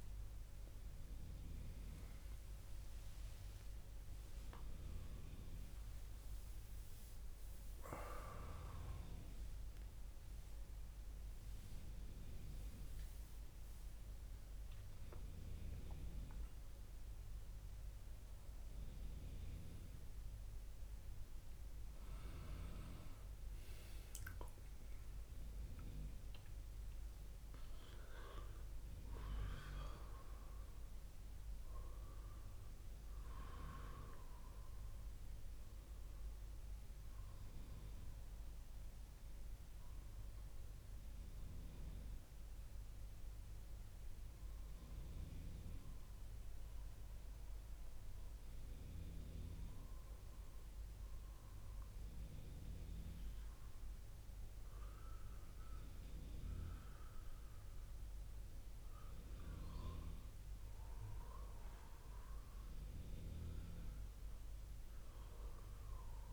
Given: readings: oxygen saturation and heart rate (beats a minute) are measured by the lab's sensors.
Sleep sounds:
breathing in sleep by a room microphone; none
13.50-17.00 s: arousal
From the record:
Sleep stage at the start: N1 (lightest sleep); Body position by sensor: on the back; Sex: male

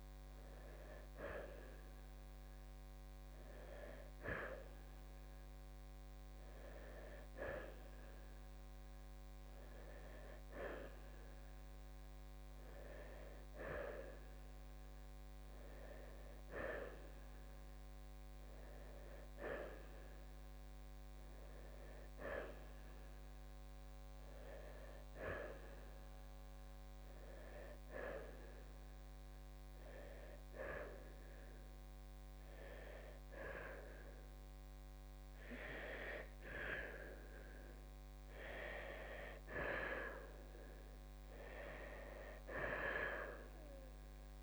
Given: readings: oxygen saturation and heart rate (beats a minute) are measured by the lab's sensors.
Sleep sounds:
breathing in sleep by a microphone on the trachea; none
4.50-15.50 s: oxygen desaturation (device-marked, oxygen 90% before, 86% lowest, heart rate 63 before, 60 extreme)
31.50-44.43 s: new sleep stage, N2 (light sleep)
From the record:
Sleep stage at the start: N1 (lightest sleep); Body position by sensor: on the right side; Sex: male

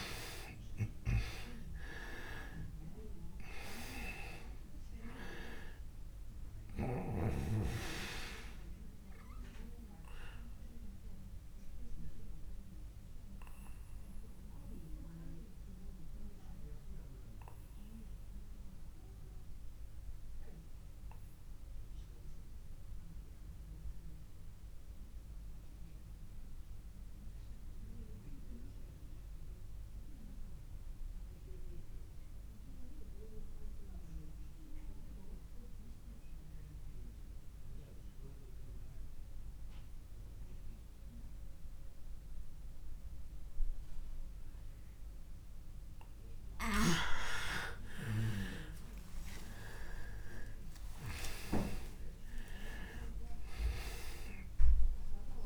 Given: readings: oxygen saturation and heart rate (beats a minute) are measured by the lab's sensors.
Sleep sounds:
breathing in sleep by a room microphone; 1
0.00-29.50 s: oxygen desaturation (device-marked, oxygen 85% lowest)
7.50-46.00 s: obstructive apnea (oxygen 99% before, 85% lowest)
46.50-55.46 s: oxygen desaturation (device-marked, oxygen 99% before, 89% lowest)
49.50-54.00 s: arousal
From the record:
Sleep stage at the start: N2 (light sleep); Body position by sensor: on the back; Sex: male

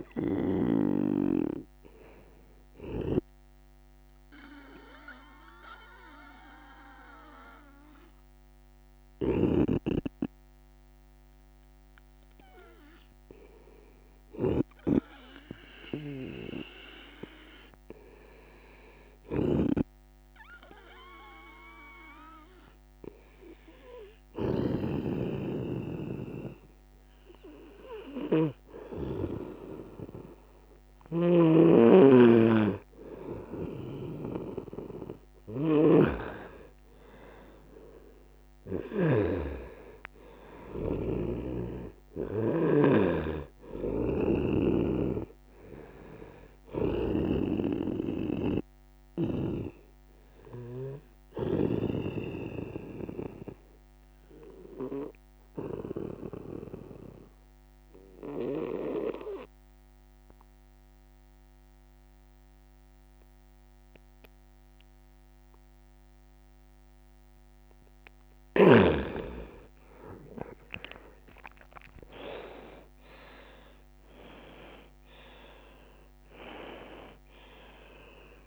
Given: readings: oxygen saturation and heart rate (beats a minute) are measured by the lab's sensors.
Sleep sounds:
breathing in sleep by a microphone on the trachea; 2
0.00-21.00 s: oxygen desaturation (device-marked, oxygen 90% lowest, heart rate 69 extreme)
5.50-32.00 s: hypopnea (oxygen 97% before, 89% lowest, heart rate 146 before, 69 extreme, up 0 after)
9.00-28.50 s: snoring (device-marked)
30.50-39.00 s: snoring (device-marked)
36.50-40.00 s: arousal
43.50-47.00 s: snoring (device-marked)
51.50-68.00 s: obstructive apnea (oxygen 98% before, 88% lowest, heart rate 72 before, 67 extreme, up 7 after)
71.00-74.00 s: arousal
73.00-78.47 s: oxygen desaturation (device-marked, oxygen 98% before, 88% lowest, heart rate 70 before, 68 extreme)
From the record:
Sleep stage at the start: N2 (light sleep); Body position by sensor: on the right side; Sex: male

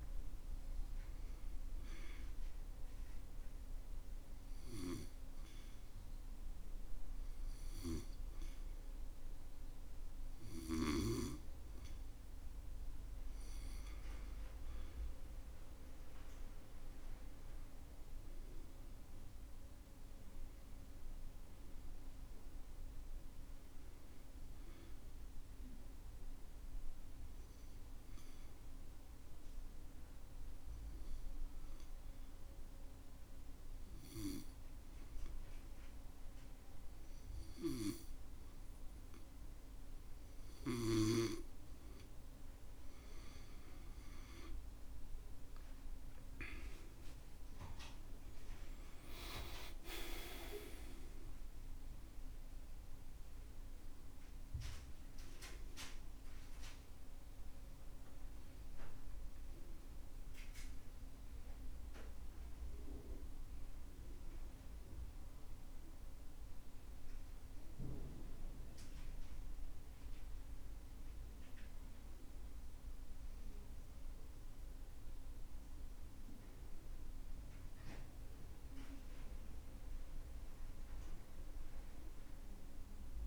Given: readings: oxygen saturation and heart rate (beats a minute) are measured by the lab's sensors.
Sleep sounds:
breathing in sleep by a room microphone; 2
3.50-15.00 s: obstructive apnea (oxygen 95% before, 90% lowest, heart rate 67 before, 64 extreme, up 5 after)
17.00-20.50 s: arousal
27.50-43.00 s: obstructive apnea (oxygen 94% before, 89% lowest, heart rate 69 before, 64 extreme, up 16 after)
45.50-48.50 s: arousal
50.00-64.00 s: oxygen desaturation (device-marked, oxygen 94% before, 90% lowest, heart rate 68 before, 63 extreme)
From the record:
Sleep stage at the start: N2 (light sleep); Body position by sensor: on the back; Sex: male

